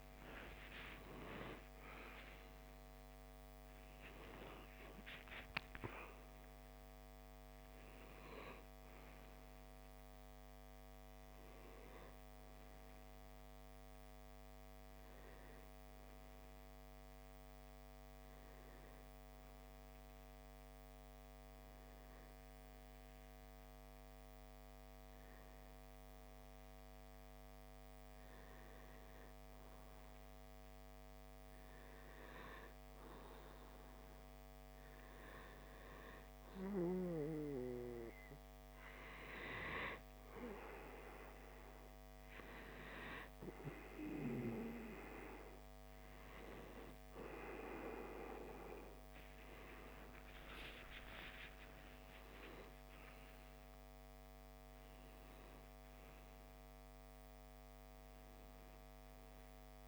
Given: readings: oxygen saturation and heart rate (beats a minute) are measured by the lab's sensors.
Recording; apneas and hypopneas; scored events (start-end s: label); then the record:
breathing in sleep by a microphone on the trachea; 1
12.00-36.50 s: hypopnea (oxygen 96% before, 95% lowest, heart rate 73 before, 58 extreme, up 1 after)
38.00-42.00 s: arousal
From the record:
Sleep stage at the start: N2 (light sleep); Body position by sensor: on the back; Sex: male